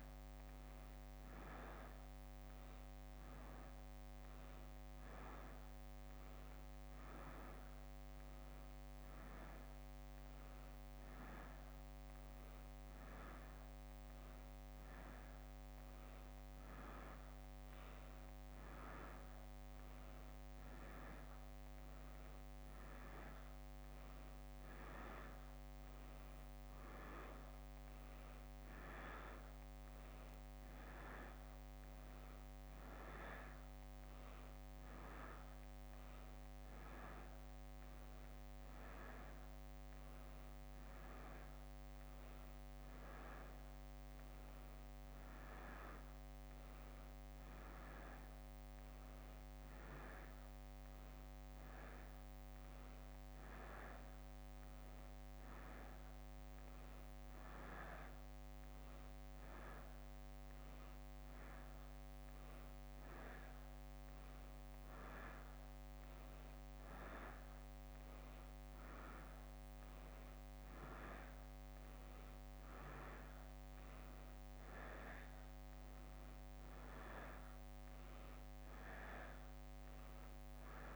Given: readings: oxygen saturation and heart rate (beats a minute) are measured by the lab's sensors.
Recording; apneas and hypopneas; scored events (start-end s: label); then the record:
a person awake in a sleep study, by a microphone on the trachea; none
0.00-5.50 s: leg movement (device-marked)
5.50-12.50 s: leg movement (device-marked)
14.00-19.00 s: leg movement (device-marked)
21.50-28.50 s: leg movement (device-marked)
29.00-35.50 s: leg movement (device-marked)
37.00-43.50 s: leg movement (device-marked)
46.00-51.00 s: leg movement (device-marked)
54.50-63.50 s: leg movement (device-marked)
59.50-78.50 s: drop in pulse transit time (device-marked, heart rate 69 before, 66 extreme)
65.00-71.50 s: leg movement (device-marked)
74.50-80.95 s: leg movement (device-marked)
From the record:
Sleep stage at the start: awake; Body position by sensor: on the back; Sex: female